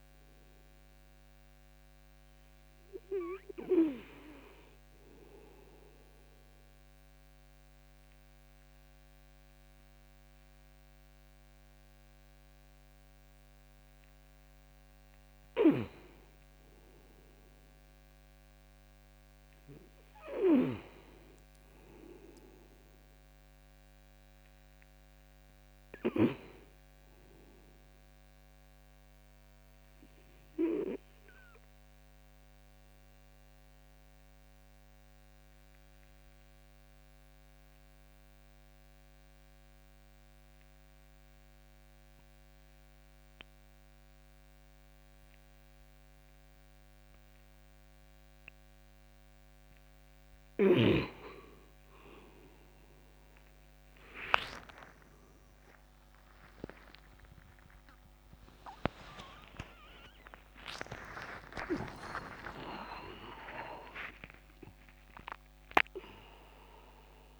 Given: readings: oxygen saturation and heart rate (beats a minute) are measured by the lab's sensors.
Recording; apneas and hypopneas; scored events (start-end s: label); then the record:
breathing in sleep by a microphone on the trachea; 2
6.00-16.00 s: obstructive apnea (oxygen 97% before, 95% lowest, heart rate 60 before, 30 extreme, up 33 after)
18.50-22.00 s: arousal
32.00-50.50 s: obstructive apnea (oxygen 98% before, 95% lowest, heart rate 57 before, 28 extreme, up 1 after)
56.00-67.40 s: new sleep stage, awake
From the record:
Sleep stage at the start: N2 (light sleep); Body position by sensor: on the back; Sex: male